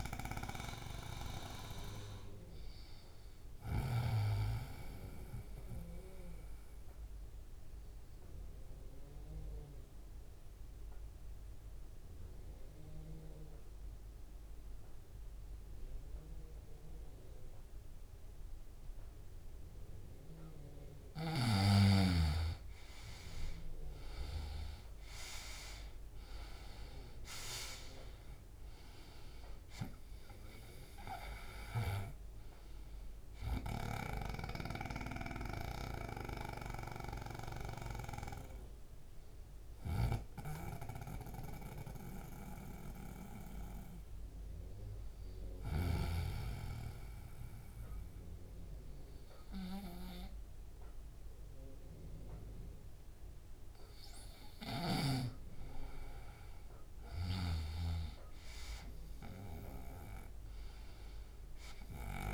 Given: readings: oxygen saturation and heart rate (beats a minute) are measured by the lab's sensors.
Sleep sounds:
breathing in sleep by a room microphone; 2
0.00-4.00 s: snoring (device-marked)
0.00-18.50 s: oxygen desaturation (device-marked, oxygen 91% lowest, heart rate 67 extreme)
4.00-20.00 s: obstructive apnea (oxygen 98% before, 91% lowest, heart rate 72 before, 67 extreme, up 8 after)
23.00-26.50 s: arousal
30.50-51.50 s: oxygen desaturation (device-marked, oxygen 98% before, 91% lowest, heart rate 71 before, 67 extreme)
33.50-46.00 s: snoring (device-marked)
35.00-53.50 s: hypopnea (oxygen 98% before, 91% lowest, heart rate 72 before, 67 extreme, up 6 after)
53.50-57.00 s: arousal
57.00-62.34 s: snoring (device-marked)
From the record:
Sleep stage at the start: N2 (light sleep); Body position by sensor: on the right side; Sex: male

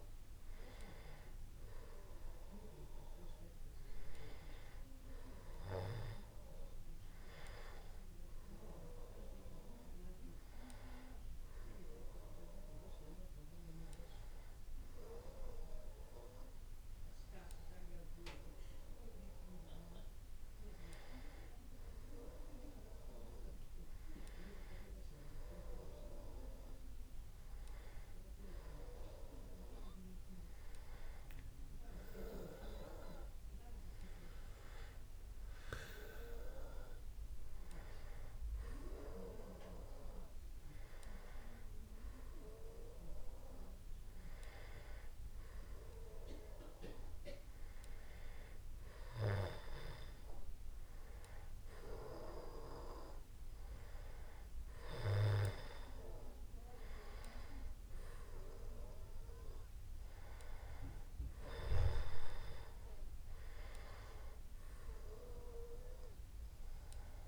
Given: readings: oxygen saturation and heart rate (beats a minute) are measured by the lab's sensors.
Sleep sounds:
a person awake in a sleep study, by a room microphone; none
none scored
From the record:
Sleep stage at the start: awake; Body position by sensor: on the back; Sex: male

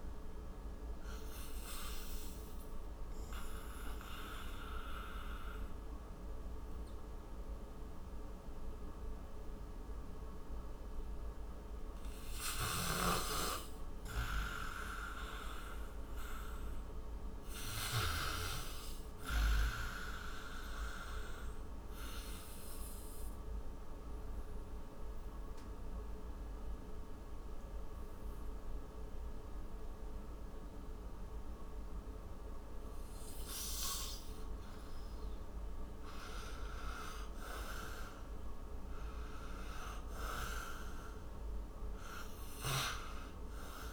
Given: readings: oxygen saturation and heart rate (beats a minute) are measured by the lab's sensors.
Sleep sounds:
breathing in sleep by a room microphone; 2
0.00-15.50 s: oxygen desaturation (device-marked, oxygen 86% lowest, heart rate 58 extreme)
1.50-14.00 s: obstructive apnea (oxygen 96% before, 86% lowest, heart rate 68 before, 58 extreme, up 4 after)
16.00-19.00 s: arousal
22.50-35.00 s: obstructive apnea (oxygen 94% before, 87% lowest, heart rate 61 before, 55 extreme, up 23 after)
23.50-37.50 s: oxygen desaturation (device-marked, oxygen 94% before, 90% lowest, heart rate 60 before, 55 extreme)
38.00-40.50 s: arousal
From the record:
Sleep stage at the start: N2 (light sleep); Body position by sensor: on the right side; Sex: male

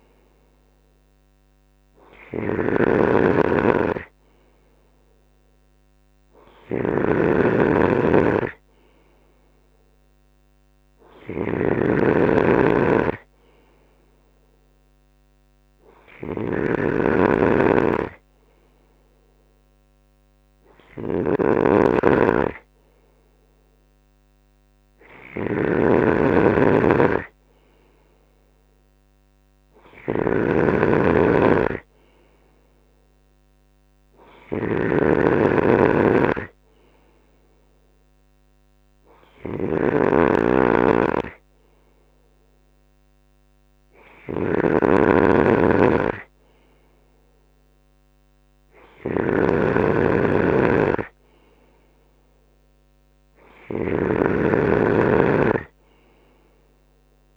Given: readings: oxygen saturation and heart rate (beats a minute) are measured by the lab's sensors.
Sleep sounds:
breathing in sleep by a microphone on the trachea; none
0.00-57.37 s: snoring (device-marked)
From the record:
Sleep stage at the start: N3 (deep sleep); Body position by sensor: on the right side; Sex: male

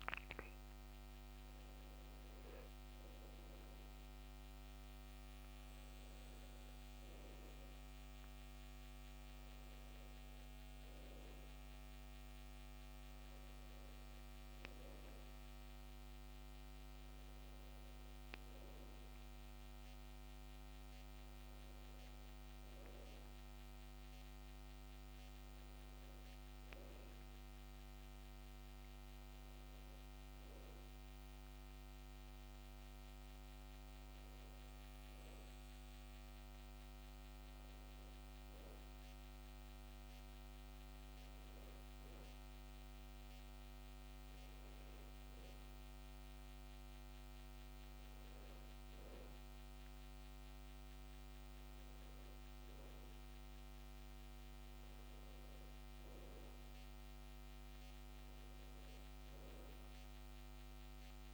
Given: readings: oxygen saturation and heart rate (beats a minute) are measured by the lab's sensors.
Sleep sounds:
breathing in sleep, hard to hear, by a microphone on the trachea; none
1.50-18.50 s: oxygen desaturation (device-marked, oxygen 93% before, 90% lowest, heart rate 71 before, 68 extreme)
54.50-59.00 s: arousal
From the record:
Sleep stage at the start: N2 (light sleep); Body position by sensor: on the back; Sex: male

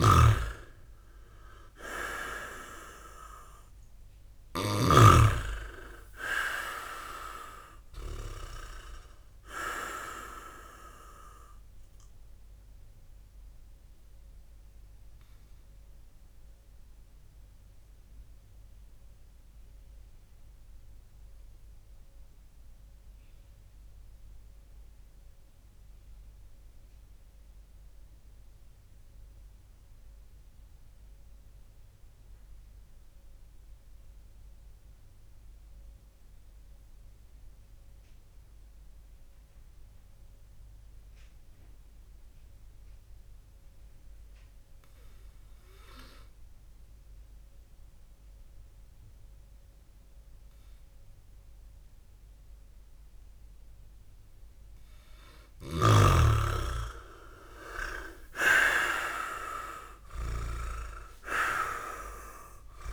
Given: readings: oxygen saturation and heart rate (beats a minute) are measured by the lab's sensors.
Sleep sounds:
breathing in sleep by a room microphone; 1
0.00-8.00 s: snoring (device-marked)
0.00-14.50 s: oxygen desaturation (device-marked, oxygen 96% lowest, heart rate 52 extreme)
0.50-4.50 s: arousal
12.50-51.50 s: obstructive apnea (oxygen 100% before, 96% lowest, heart rate 66 before, 50 extreme, up 14 after)
55.00-60.00 s: snoring (device-marked)
56.50-60.50 s: arousal
From the record:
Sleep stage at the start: N2 (light sleep); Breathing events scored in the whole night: 246 in 4.0 hours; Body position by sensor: on the back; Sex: male

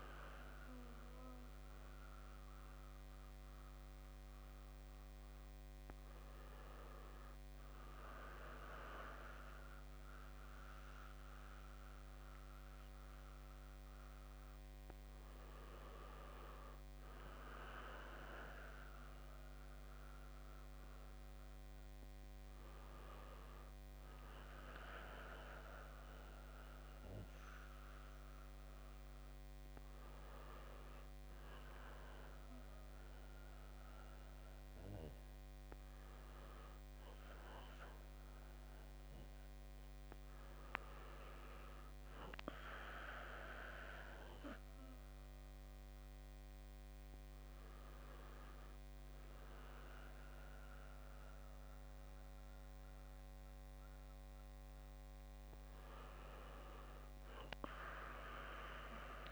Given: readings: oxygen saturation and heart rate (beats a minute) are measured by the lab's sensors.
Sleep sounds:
breathing in sleep by a microphone on the trachea; none
34.00-38.50 s: arousal
From the record:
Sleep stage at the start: N1 (lightest sleep); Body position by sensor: on the back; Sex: male

